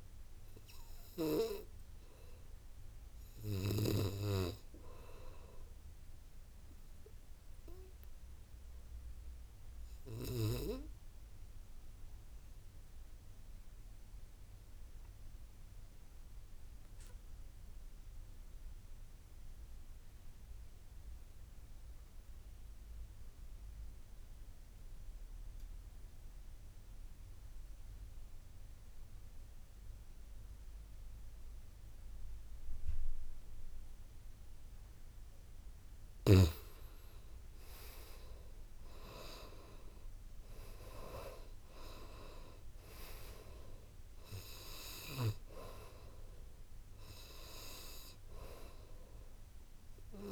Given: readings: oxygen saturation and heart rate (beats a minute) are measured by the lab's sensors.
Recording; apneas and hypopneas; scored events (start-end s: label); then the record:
breathing in sleep by a room microphone; 1
0.00-15.50 s: oxygen desaturation (device-marked, oxygen 77% lowest, heart rate 52 extreme)
7.00-35.50 s: obstructive apnea (oxygen 97% before, 77% lowest, heart rate 66 before, 52 extreme, up 11 after)
30.50-50.32 s: oxygen desaturation (device-marked, oxygen 99% before, 79% lowest, heart rate 55 before, 52 extreme)
37.50-41.00 s: arousal
From the record:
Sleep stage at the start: N2 (light sleep); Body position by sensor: on the back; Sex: male